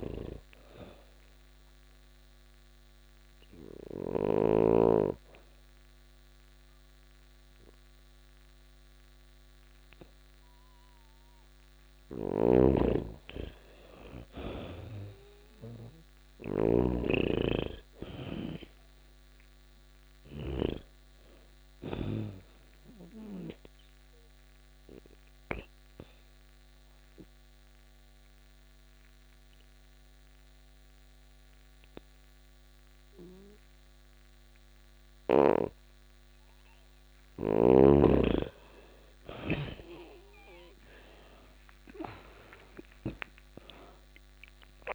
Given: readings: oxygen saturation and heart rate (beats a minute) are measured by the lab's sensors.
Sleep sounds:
breathing in sleep by a microphone on the trachea; 2
0.00-3.50 s: snoring (device-marked)
1.00-12.00 s: obstructive apnea (oxygen 98% before, 86% lowest)
1.00-13.00 s: oxygen desaturation (device-marked, oxygen 98% before, 91% lowest)
11.50-20.00 s: snoring (device-marked)
14.00-17.50 s: arousal
21.00-33.00 s: oxygen desaturation (device-marked, oxygen 97% before, 90% lowest)
23.00-35.00 s: obstructive apnea (oxygen 98% before, 86% lowest)
39.00-43.50 s: arousal
40.00-44.95 s: oxygen desaturation (device-marked, oxygen 97% before, 86% lowest)
From the record:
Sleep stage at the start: N2 (light sleep); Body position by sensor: on the back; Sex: female

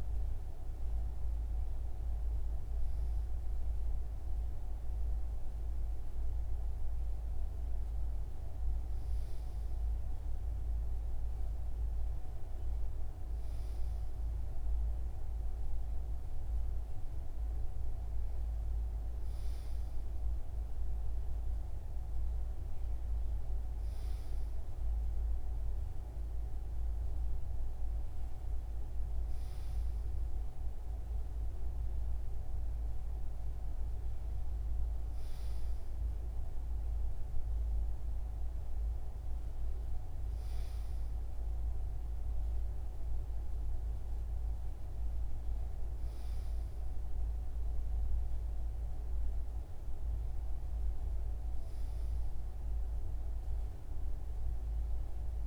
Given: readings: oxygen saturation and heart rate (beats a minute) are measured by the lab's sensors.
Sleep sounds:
breathing in sleep, hard to hear, by a room microphone; none
none scored
From the record:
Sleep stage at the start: N2 (light sleep); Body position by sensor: on the right side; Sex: male

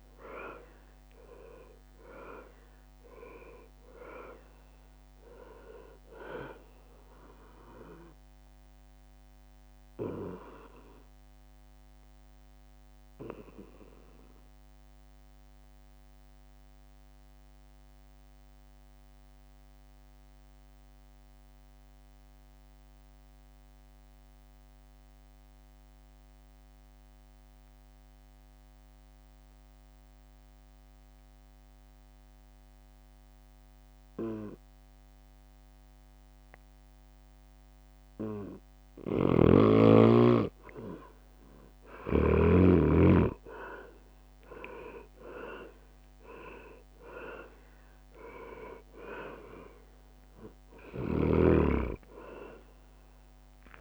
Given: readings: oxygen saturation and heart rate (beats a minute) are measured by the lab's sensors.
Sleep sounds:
breathing in sleep by a microphone on the trachea; 1
0.00-11.50 s: drop in pulse transit time (device-marked, heart rate 66 extreme)
7.50-23.50 s: oxygen desaturation (device-marked, oxygen 97% before, 89% lowest, heart rate 66 before, 61 extreme)
11.00-38.00 s: obstructive apnea (oxygen 100% before, 89% lowest, heart rate 67 before, 61 extreme, up 10 after)
38.50-39.50 s: drop in pulse transit time (device-marked, heart rate 63 before, 61 extreme)
38.50-53.81 s: oxygen desaturation (device-marked, oxygen 100% before, 90% lowest, heart rate 63 before, 60 extreme)
39.00-42.50 s: snoring (device-marked)
40.50-42.50 s: leg movement (device-marked)
43.00-47.50 s: arousal
43.50-53.81 s: drop in pulse transit time (device-marked, heart rate 63 before, 66 extreme)
From the record:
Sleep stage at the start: N2 (light sleep); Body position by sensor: on the back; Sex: male

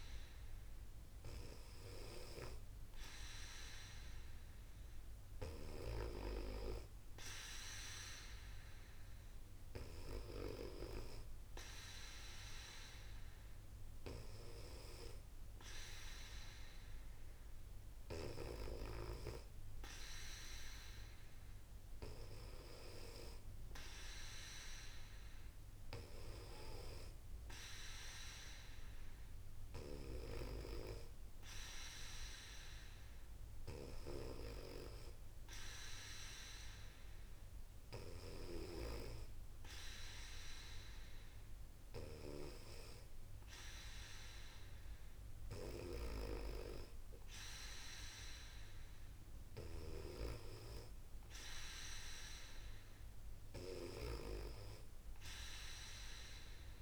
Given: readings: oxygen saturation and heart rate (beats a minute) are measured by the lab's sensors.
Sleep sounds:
breathing in sleep by a room microphone; none
33.50-38.50 s: snoring (device-marked)
45.00-56.82 s: snoring (device-marked)
From the record:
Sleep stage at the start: N2 (light sleep); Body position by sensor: on the back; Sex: female

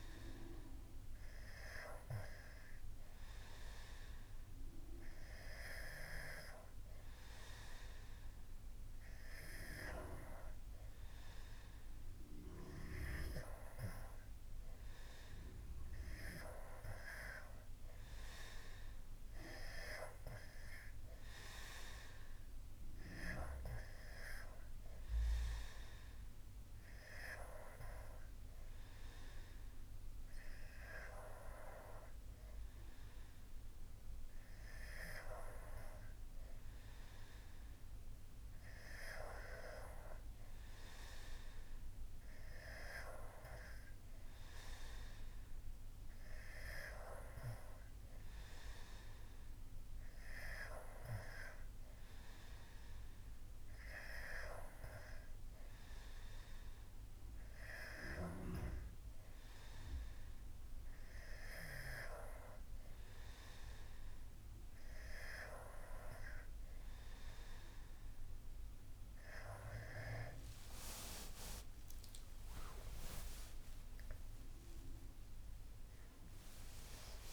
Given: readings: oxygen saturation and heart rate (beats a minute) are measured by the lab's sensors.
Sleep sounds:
breathing in sleep by a room microphone; none
71.00-77.33 s: arousal
From the record:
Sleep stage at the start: N2 (light sleep); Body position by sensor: on the back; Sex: male

